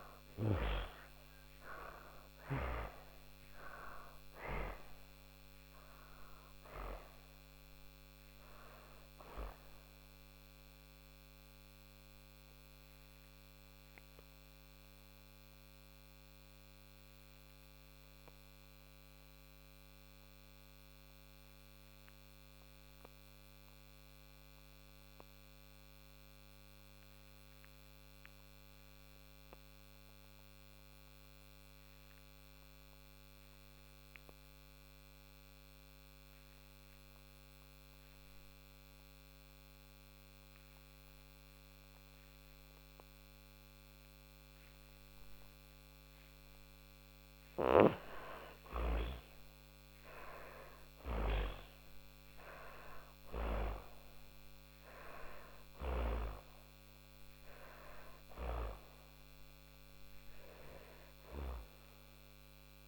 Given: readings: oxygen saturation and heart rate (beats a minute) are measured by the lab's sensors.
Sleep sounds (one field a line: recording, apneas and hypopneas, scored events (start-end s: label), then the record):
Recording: breathing in sleep by a microphone on the trachea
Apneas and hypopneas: 1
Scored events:
0.00-13.00 s: oxygen desaturation (device-marked, oxygen 86% lowest, heart rate 38 extreme)
12.50-45.50 s: obstructive apnea (oxygen 95% before, 81% lowest, heart rate 115 before, 44 extreme)
21.00-28.00 s: oxygen desaturation (device-marked, oxygen 87% before, 81% lowest, heart rate 77 before, 53 extreme)
42.00-62.88 s: oxygen desaturation (device-marked, oxygen 99% before, 85% lowest, heart rate 55 before, 37 extreme)
47.00-51.50 s: arousal
From the record:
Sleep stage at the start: N2 (light sleep)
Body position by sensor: on the back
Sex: female